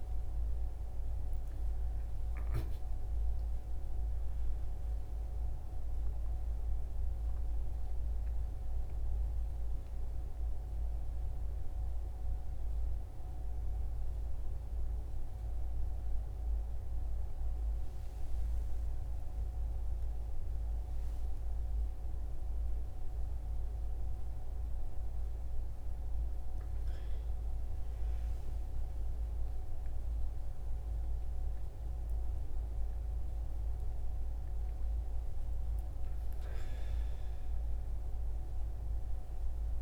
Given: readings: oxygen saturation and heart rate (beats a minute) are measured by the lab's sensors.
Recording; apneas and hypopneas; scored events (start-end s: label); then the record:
a person awake in a sleep study, hard to hear, by a room microphone; none
none scored
From the record:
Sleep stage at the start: awake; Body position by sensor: on the right side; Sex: male